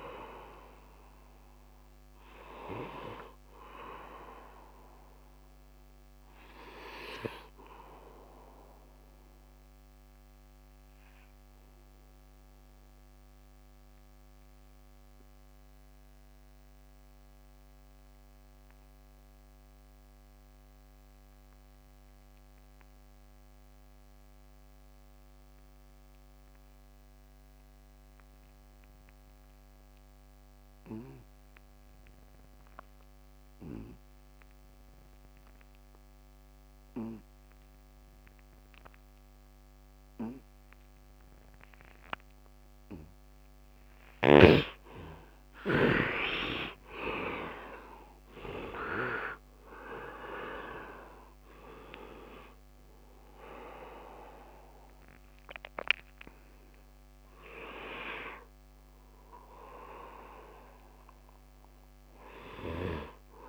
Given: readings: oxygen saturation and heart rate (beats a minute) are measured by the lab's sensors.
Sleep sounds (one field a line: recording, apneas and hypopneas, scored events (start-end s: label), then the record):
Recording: breathing in sleep by a microphone on the trachea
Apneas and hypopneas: 1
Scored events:
0.00-16.50 s: oxygen desaturation (device-marked, oxygen 73% lowest, heart rate 72 extreme)
6.50-43.50 s: obstructive apnea (oxygen 97% before, 66% lowest, heart rate 80 before, 72 extreme, up 16 after)
25.50-63.48 s: oxygen desaturation (device-marked, oxygen 100% before, 66% lowest, heart rate 73 before, 70 extreme)
44.00-49.00 s: arousal
From the record:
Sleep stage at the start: N2 (light sleep)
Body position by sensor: on the right side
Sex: male